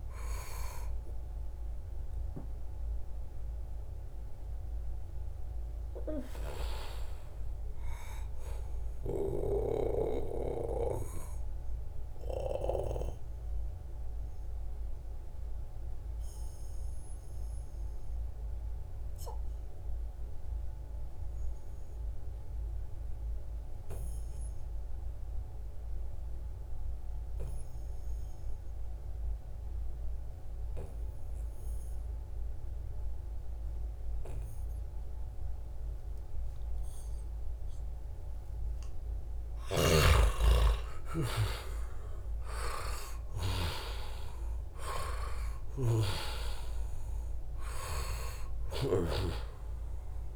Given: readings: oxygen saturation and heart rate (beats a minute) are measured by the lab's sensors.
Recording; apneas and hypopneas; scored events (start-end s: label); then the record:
breathing in sleep by a room microphone; 1
0.00-14.00 s: oxygen desaturation (device-marked, oxygen 89% lowest, heart rate 68 extreme)
9.50-39.00 s: obstructive apnea (oxygen 97% before, 88% lowest, heart rate 79 before, 68 extreme, up 12 after)
36.00-50.36 s: oxygen desaturation (device-marked, oxygen 97% before, 88% lowest, heart rate 73 before, 66 extreme)
37.00-39.00 s: long interval between heartbeats (device-marked, heart rate 72 before, 70 extreme)
39.00-50.36 s: snoring (device-marked)
40.00-44.00 s: arousal
From the record:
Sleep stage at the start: N2 (light sleep); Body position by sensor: on the back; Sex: male